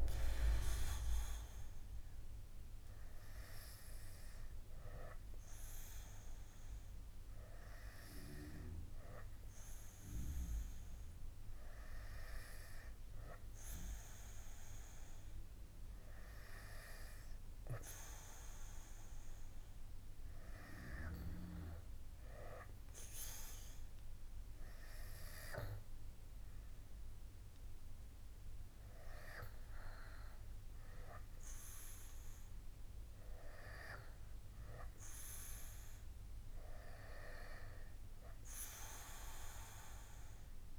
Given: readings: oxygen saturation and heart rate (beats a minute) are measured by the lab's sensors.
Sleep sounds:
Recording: breathing in sleep by a room microphone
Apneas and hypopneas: none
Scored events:
none scored
From the record:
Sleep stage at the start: N2 (light sleep)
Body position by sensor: on the back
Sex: male

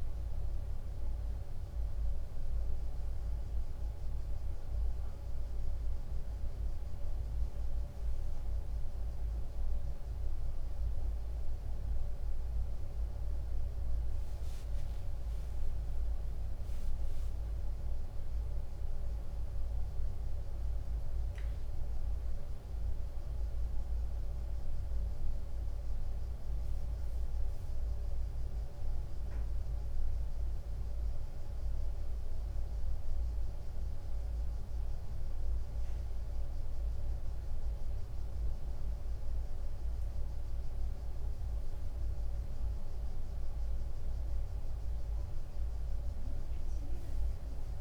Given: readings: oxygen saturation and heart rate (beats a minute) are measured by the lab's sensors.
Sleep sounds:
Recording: breathing in sleep, hard to hear, by a room microphone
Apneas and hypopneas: none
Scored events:
0.00-9.00 s: tachycardia (device-marked, heart rate 103 extreme)
12.50-17.50 s: arousal
15.00-22.00 s: tachycardia (device-marked, heart rate 99 before, 101 extreme)
42.00-47.81 s: drop in pulse transit time (device-marked, heart rate 100 before, 95 extreme)
46.00-47.81 s: tachycardia (device-marked, heart rate 99 before, 102 extreme)
From the record:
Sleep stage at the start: N1 (lightest sleep)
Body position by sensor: on the right side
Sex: male

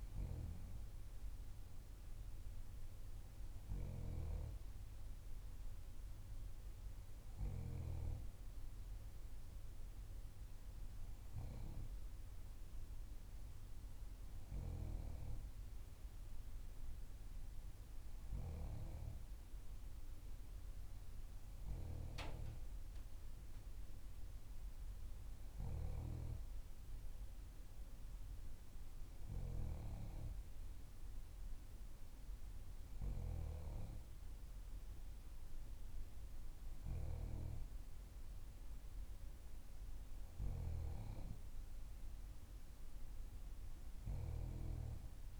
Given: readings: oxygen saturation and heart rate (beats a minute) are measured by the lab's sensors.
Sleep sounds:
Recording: breathing in sleep by a room microphone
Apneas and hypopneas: none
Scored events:
none scored
From the record:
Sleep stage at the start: N3 (deep sleep)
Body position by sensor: on the back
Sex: female

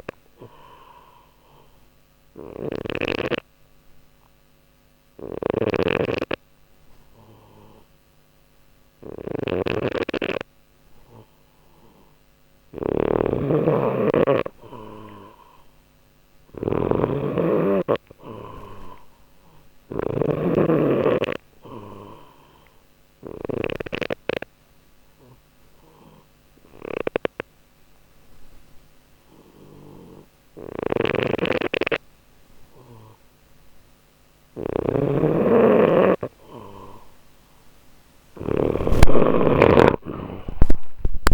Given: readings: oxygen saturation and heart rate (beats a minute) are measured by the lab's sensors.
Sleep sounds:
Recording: breathing in sleep by a microphone on the trachea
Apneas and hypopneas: 2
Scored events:
0.00-23.50 s: snoring (device-marked)
0.50-11.00 s: obstructive apnea (oxygen 95% before, 92% lowest, heart rate 60 before, 60 extreme, up 0 after)
16.00-18.50 s: arousal
22.00-33.50 s: obstructive apnea (oxygen 95% before, 92% lowest, heart rate 60 before, 60 extreme, up 0 after)
30.50-38.50 s: snoring (device-marked)
38.00-41.34 s: oxygen desaturation (device-marked, oxygen 95% before, 92% lowest, heart rate 60 before, 59 extreme)
39.50-41.34 s: arousal
From the record:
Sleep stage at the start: N2 (light sleep)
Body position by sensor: on the left side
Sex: male

